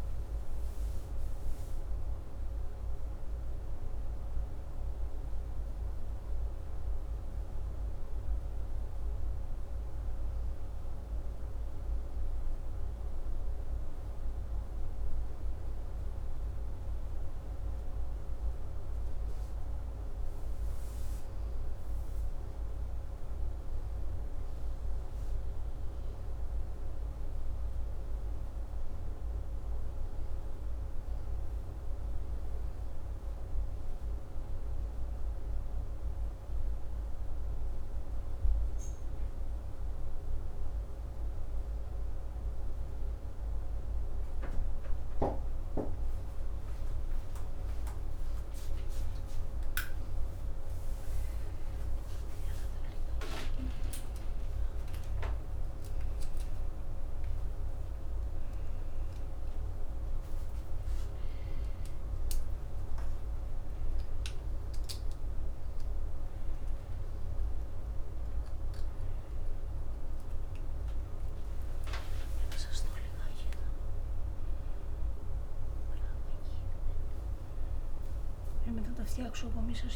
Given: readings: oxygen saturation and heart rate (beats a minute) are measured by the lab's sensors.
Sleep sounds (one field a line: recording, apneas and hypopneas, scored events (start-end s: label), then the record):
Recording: a person awake in a sleep study, hard to hear, by a room microphone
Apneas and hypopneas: none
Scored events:
none scored
From the record:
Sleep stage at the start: awake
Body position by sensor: upright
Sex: male